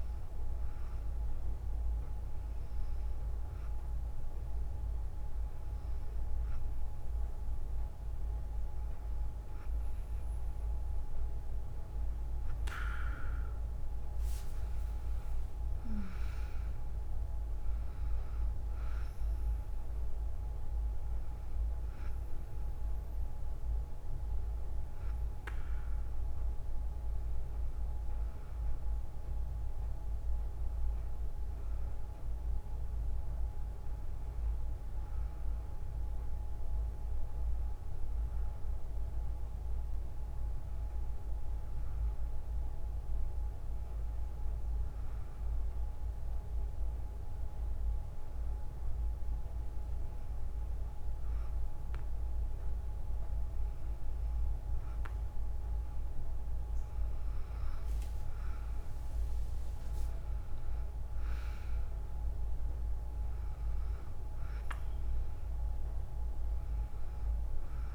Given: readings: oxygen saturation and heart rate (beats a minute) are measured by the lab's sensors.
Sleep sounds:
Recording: breathing in sleep, hard to hear, by a room microphone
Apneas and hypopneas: none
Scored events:
0.00-1.50 s: arousal
6.50-28.50 s: oxygen desaturation (device-marked, oxygen 97% before, 93% lowest, heart rate 59 before, 54 extreme)
14.00-16.00 s: long interval between heartbeats (device-marked, heart rate 60 before, 70 extreme)
57.50-59.50 s: long interval between heartbeats (device-marked, heart rate 58 before, 67 extreme)
From the record:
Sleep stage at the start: N2 (light sleep)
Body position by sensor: on the right side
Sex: female

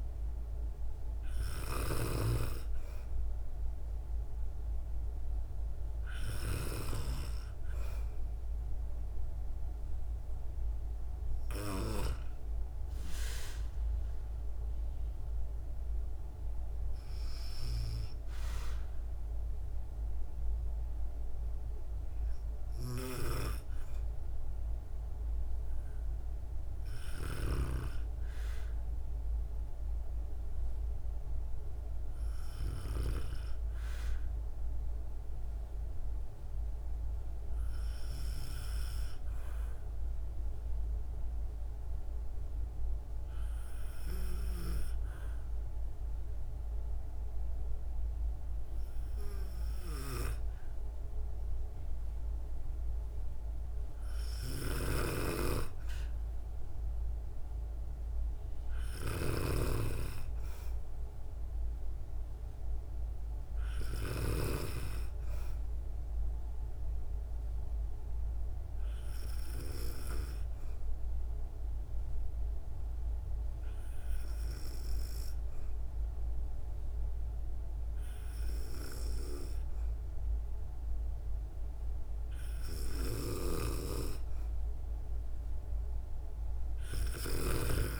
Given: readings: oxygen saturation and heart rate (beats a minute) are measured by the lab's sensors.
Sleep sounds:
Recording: breathing in sleep by a room microphone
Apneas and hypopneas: 2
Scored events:
40.50-53.00 s: obstructive apnea (oxygen 97% before, 95% lowest, heart rate 62 before, 59 extreme, up 2 after)
54.00-64.00 s: snoring (device-marked)
55.50-58.50 s: arousal
69.50-81.50 s: hypopnea (oxygen 97% before, 95% lowest, heart rate 61 before, 59 extreme, up 4 after)
85.50-88.00 s: arousal
From the record:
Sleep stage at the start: N2 (light sleep)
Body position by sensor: on the back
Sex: female

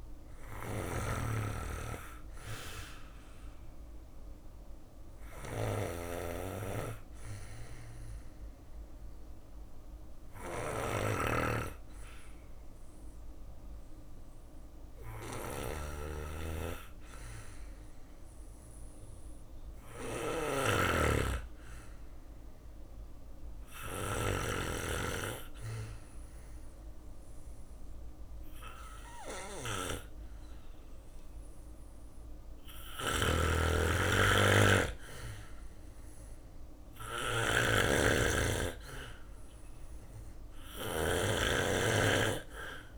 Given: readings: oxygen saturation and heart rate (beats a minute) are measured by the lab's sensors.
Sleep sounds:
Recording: breathing in sleep by a room microphone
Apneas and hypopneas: none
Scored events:
0.00-23.00 s: snoring (device-marked)
31.50-42.98 s: snoring (device-marked)
From the record:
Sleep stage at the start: N2 (light sleep)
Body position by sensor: on the back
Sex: male

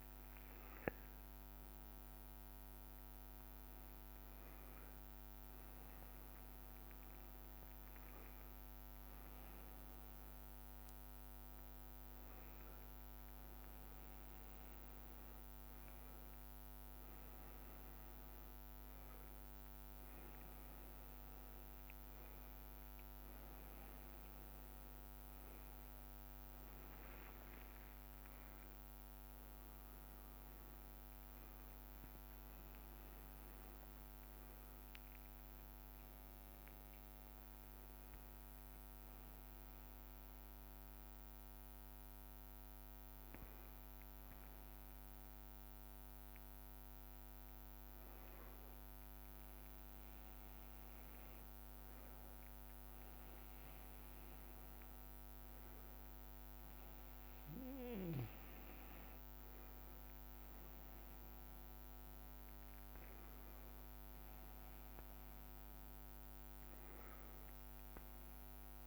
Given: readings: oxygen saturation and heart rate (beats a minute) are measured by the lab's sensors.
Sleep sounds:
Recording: a person awake in a sleep study, hard to hear, by a microphone on the trachea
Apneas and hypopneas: none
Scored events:
6.00-8.00 s: long interval between heartbeats (device-marked, heart rate 67 before, 95 extreme)
9.00-11.00 s: long interval between heartbeats (device-marked, heart rate 71 before, 96 extreme)
12.00-14.00 s: long interval between heartbeats (device-marked, heart rate 77 before, 97 extreme)
20.50-22.50 s: long interval between heartbeats (device-marked, heart rate 97 before, 133 extreme)
22.50-24.50 s: long interval between heartbeats (device-marked, heart rate 101 before, 147 extreme)
32.00-34.00 s: long interval between heartbeats (device-marked, heart rate 112 before, 108 extreme)
33.50-38.00 s: arousal
37.50-39.50 s: long interval between heartbeats (device-marked, heart rate 118 before, 118 extreme)
43.50-68.87 s: new sleep stage, N1 (lightest sleep)
From the record:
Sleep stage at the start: awake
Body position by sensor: upright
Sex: male

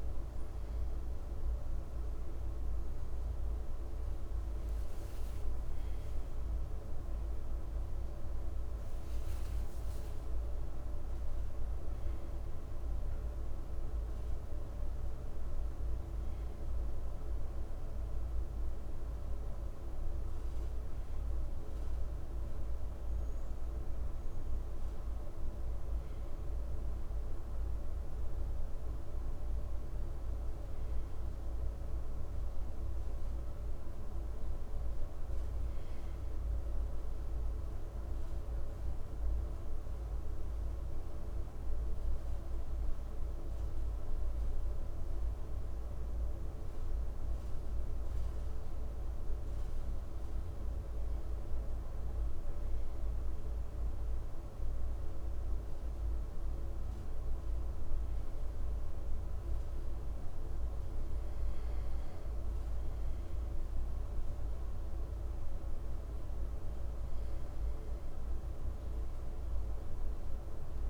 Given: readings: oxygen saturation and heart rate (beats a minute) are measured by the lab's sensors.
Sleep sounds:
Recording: breathing in sleep, hard to hear, by a room microphone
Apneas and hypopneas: 1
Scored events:
37.50-50.00 s: hypopnea (oxygen 98% before, 95% lowest, heart rate 57 before, 53 extreme, up 2 after)
53.00-57.00 s: arousal
From the record:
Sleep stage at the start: N2 (light sleep)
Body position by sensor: on the right side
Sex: male

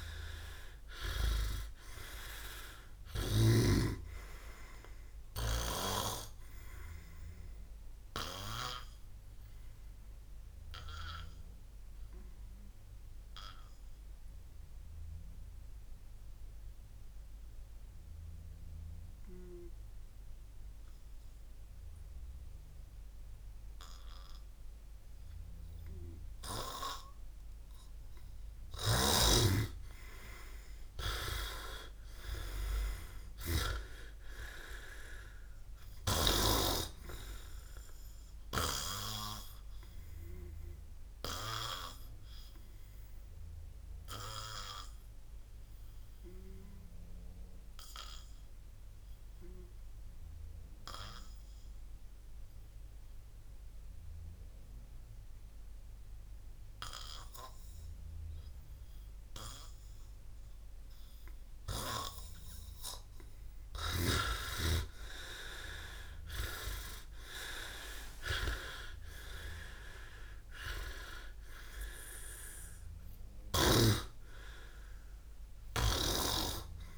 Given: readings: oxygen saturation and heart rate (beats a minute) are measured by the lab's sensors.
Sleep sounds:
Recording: breathing in sleep by a room microphone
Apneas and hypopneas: 2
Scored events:
0.00-1.50 s: snoring (device-marked)
5.50-33.50 s: oxygen desaturation (device-marked, oxygen 99% before, 86% lowest, heart rate 61 before, 52 extreme)
7.00-28.00 s: obstructive apnea (oxygen 99% before, 86% lowest, heart rate 62 before, 52 extreme, up 45 after)
29.00-34.00 s: snoring (device-marked)
30.00-32.50 s: arousal
36.50-63.00 s: obstructive apnea (oxygen 100% before, 91% lowest, heart rate 72 before, 56 extreme, up 24 after)
56.50-63.50 s: oxygen desaturation (device-marked, oxygen 97% before, 93% lowest, heart rate 66 before, 58 extreme)
66.00-70.00 s: arousal
69.50-76.97 s: oxygen desaturation (device-marked, oxygen 98% before, 93% lowest, heart rate 60 before, 56 extreme)
From the record:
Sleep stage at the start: N2 (light sleep)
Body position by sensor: on the back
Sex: male

